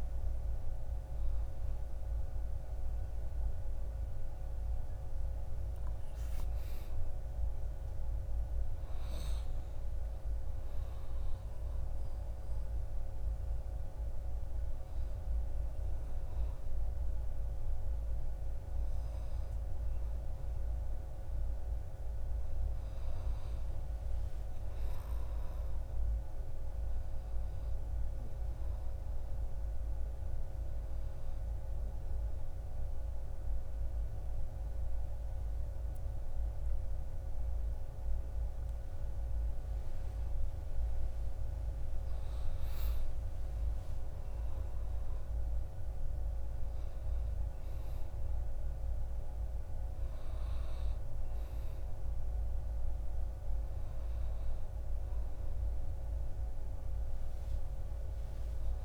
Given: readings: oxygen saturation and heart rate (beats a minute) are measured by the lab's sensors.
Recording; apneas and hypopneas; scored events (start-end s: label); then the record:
breathing in sleep, hard to hear, by a room microphone; 1
31.00-42.00 s: mixed apnea (oxygen 96% before, 94% lowest, heart rate 61 before, 61 extreme, up 7 after)
55.00-58.85 s: arousal
From the record:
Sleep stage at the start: N1 (lightest sleep); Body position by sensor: on the back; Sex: male